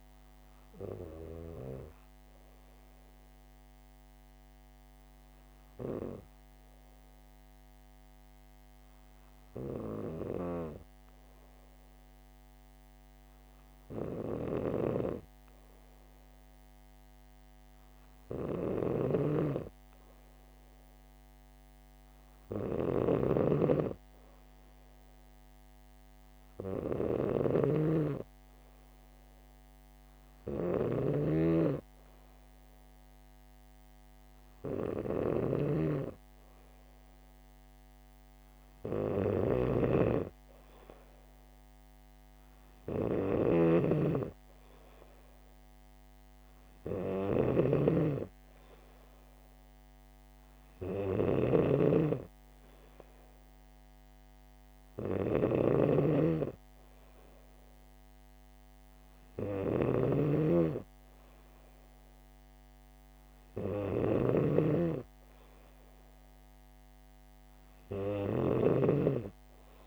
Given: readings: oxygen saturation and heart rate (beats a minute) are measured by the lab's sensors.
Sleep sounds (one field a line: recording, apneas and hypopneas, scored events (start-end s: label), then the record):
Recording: breathing in sleep by a microphone on the trachea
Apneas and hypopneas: none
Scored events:
19.00-69.87 s: snoring (device-marked)
65.00-69.87 s: new sleep stage, N3 (deep sleep)
From the record:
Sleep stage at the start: N2 (light sleep)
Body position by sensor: on the back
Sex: female